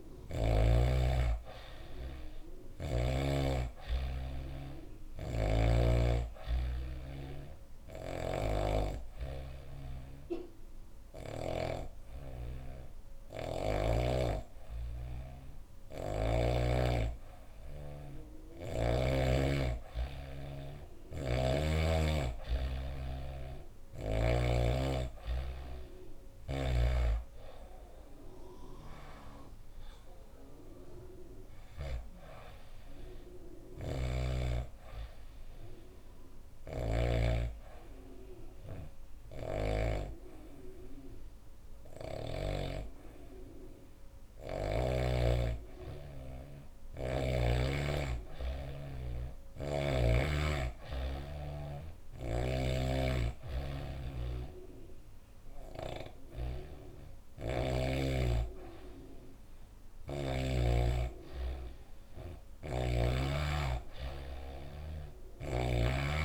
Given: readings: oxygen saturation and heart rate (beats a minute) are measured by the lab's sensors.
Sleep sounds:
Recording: breathing in sleep by a room microphone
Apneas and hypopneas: 2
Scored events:
0.00-1.50 s: arousal
2.00-13.00 s: oxygen desaturation (device-marked, oxygen 96% before, 93% lowest, heart rate 68 before, 67 extreme)
6.00-16.50 s: obstructive apnea (oxygen 96% before, 92% lowest, heart rate 68 before, 65 extreme, up 1 after)
7.50-11.00 s: snoring (device-marked)
18.50-22.50 s: arousal
23.00-35.00 s: oxygen desaturation (device-marked, oxygen 95% before, 92% lowest, heart rate 69 before, 65 extreme)
25.50-31.50 s: snoring (device-marked)
33.50-45.50 s: obstructive apnea (oxygen 95% before, 92% lowest, heart rate 69 before, 65 extreme, up 4 after)
38.50-42.00 s: snoring (device-marked)
47.50-51.50 s: arousal
51.50-62.50 s: snoring (device-marked)
From the record:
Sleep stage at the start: N2 (light sleep)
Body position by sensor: on the back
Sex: female

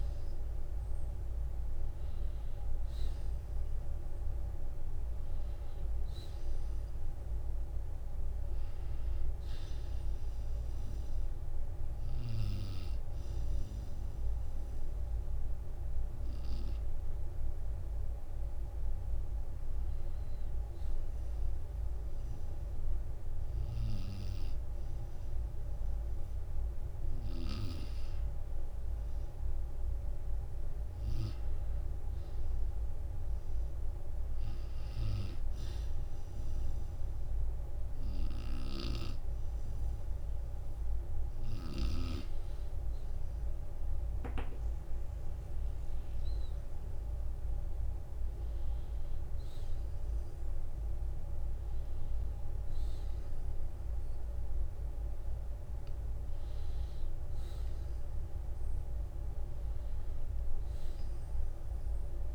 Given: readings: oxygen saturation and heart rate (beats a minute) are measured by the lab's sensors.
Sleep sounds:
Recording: breathing in sleep by a room microphone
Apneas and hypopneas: 2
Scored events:
2.00-4.00 s: long interval between heartbeats (device-marked, heart rate 61 before, 61 extreme)
5.50-7.50 s: long interval between heartbeats (device-marked, heart rate 62 before, 55 extreme)
8.50-20.00 s: hypopnea (oxygen 94% before, 90% lowest, heart rate 60 before, 45 extreme, up 13 after)
22.50-25.50 s: arousal
32.00-43.00 s: hypopnea (oxygen 95% before, 90% lowest, heart rate 58 before, 45 extreme, up 9 after)
42.50-62.35 s: new sleep stage, N1 (lightest sleep)
45.00-48.00 s: arousal
46.50-62.35 s: oxygen desaturation (device-marked, oxygen 93% before, 90% lowest, heart rate 54 before, 47 extreme)
From the record:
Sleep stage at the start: N2 (light sleep)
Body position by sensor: on the back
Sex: male

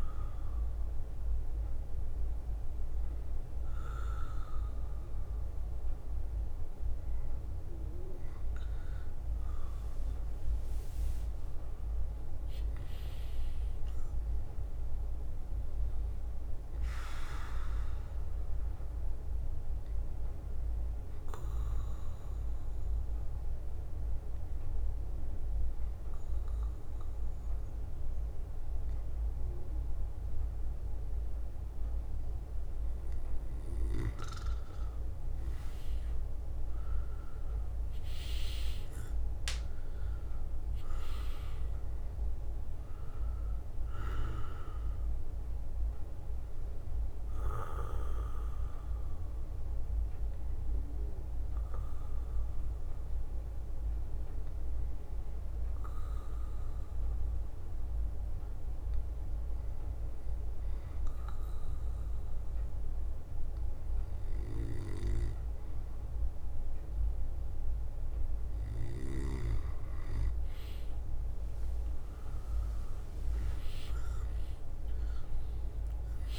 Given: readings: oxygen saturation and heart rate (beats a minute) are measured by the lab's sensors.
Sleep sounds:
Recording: breathing in sleep by a room microphone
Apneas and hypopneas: 2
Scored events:
0.00-2.00 s: leg movement (device-marked)
2.50-9.50 s: bradycardia (device-marked, heart rate 59 before, 57 extreme)
3.50-76.39 s: new sleep stage, N2 (light sleep)
6.50-9.50 s: leg movement (device-marked)
9.50-12.00 s: leg movement (device-marked)
10.00-13.00 s: arousal
11.50-20.50 s: drop in pulse transit time (device-marked, heart rate 64 before, 58 extreme)
12.50-14.50 s: leg movement (device-marked)
16.00-23.00 s: leg movement (device-marked)
16.50-35.50 s: bradycardia (device-marked, heart rate 60 before, 55 extreme)
18.50-33.00 s: hypopnea (oxygen 100% before, 94% lowest, heart rate 61 before, 55 extreme, up 9 after)
24.50-29.50 s: leg movement (device-marked)
31.00-37.00 s: leg movement (device-marked)
35.50-40.00 s: arousal
36.50-57.50 s: oxygen desaturation (device-marked, oxygen 98% before, 94% lowest, heart rate 57 before, 56 extreme)
39.00-41.50 s: leg movement (device-marked)
42.50-44.50 s: leg movement (device-marked)
45.50-69.50 s: bradycardia (device-marked, heart rate 59 before, 56 extreme)
46.00-47.00 s: leg movement (device-marked)
47.00-66.50 s: hypopnea (oxygen 98% before, 94% lowest, heart rate 59 before, 56 extreme, up 5 after)
50.00-59.50 s: leg movement (device-marked)
51.50-71.50 s: drop in pulse transit time (device-marked, heart rate 60 before, 56 extreme)
69.50-76.39 s: oxygen desaturation (device-marked, oxygen 99% before, 94% lowest, heart rate 57 before, 57 extreme)
71.00-75.00 s: leg movement (device-marked)
71.50-76.39 s: arousal
From the record:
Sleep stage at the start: N1 (lightest sleep)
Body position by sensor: on the back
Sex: male

